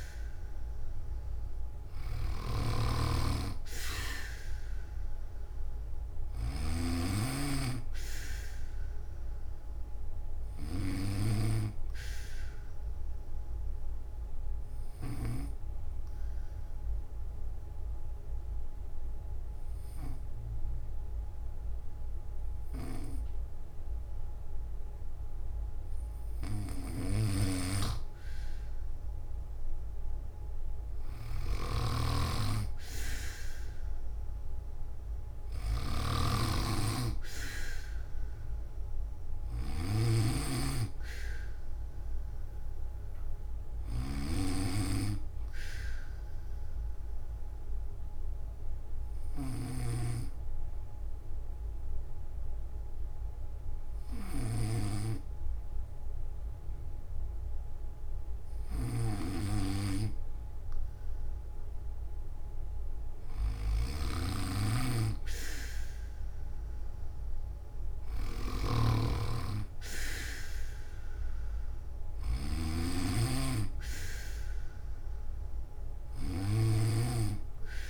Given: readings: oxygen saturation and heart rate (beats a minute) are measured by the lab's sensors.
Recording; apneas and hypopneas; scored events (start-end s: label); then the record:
breathing in sleep by a room microphone; 2
0.00-15.00 s: snoring (device-marked)
3.50-25.50 s: oxygen desaturation (device-marked, oxygen 97% before, 91% lowest, heart rate 134 before, 68 extreme)
14.50-27.00 s: obstructive apnea (oxygen 97% before, 91% lowest, heart rate 139 before, 68 extreme, up 51 after)
27.00-49.50 s: snoring (device-marked)
42.50-60.50 s: oxygen desaturation (device-marked, oxygen 97% before, 92% lowest, heart rate 156 before, 55 extreme)
46.00-60.50 s: hypopnea (oxygen 97% before, 91% lowest, heart rate 142 before, 55 extreme)
58.50-77.90 s: snoring (device-marked)
73.50-77.90 s: oxygen desaturation (device-marked, oxygen 97% before, 92% lowest, heart rate 118 before, 64 extreme)
From the record:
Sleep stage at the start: N1 (lightest sleep); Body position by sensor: on the back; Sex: male